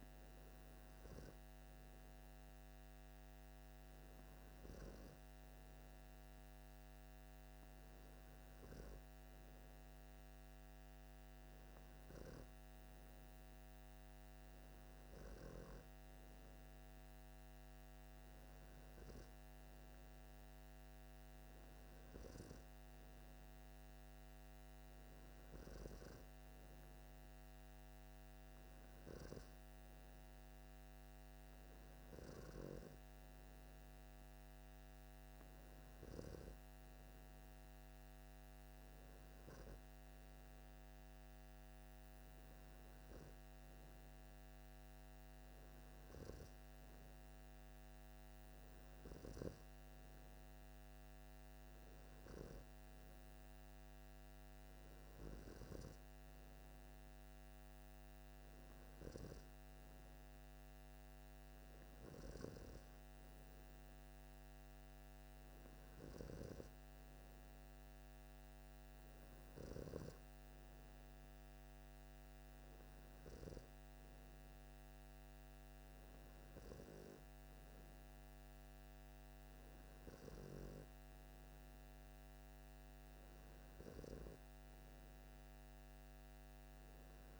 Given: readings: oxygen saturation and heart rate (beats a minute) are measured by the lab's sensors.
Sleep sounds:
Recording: breathing in sleep by a microphone on the trachea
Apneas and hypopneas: none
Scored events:
9.00-87.40 s: new sleep stage, N3 (deep sleep)
From the record:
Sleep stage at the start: N2 (light sleep)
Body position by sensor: on the left side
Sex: male

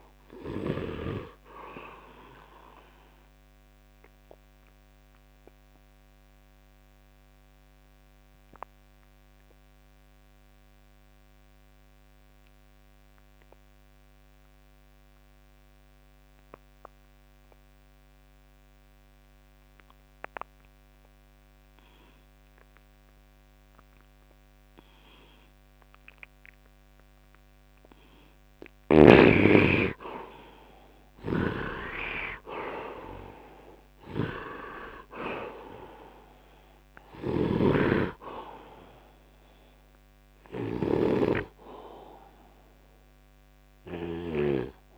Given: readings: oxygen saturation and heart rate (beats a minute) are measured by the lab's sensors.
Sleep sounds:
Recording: breathing in sleep by a microphone on the trachea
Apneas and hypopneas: 1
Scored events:
0.00-1.00 s: oxygen desaturation (device-marked, oxygen 80% lowest, heart rate 73 extreme)
5.00-27.00 s: obstructive apnea (oxygen 99% before, 78% lowest, heart rate 82 before, 73 extreme, up 7 after)
24.00-44.98 s: oxygen desaturation (device-marked, oxygen 98% before, 78% lowest, heart rate 77 before, 73 extreme)
29.50-34.50 s: arousal
31.00-44.50 s: snoring (device-marked)
From the record:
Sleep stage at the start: N2 (light sleep)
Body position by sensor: on the right side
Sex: male

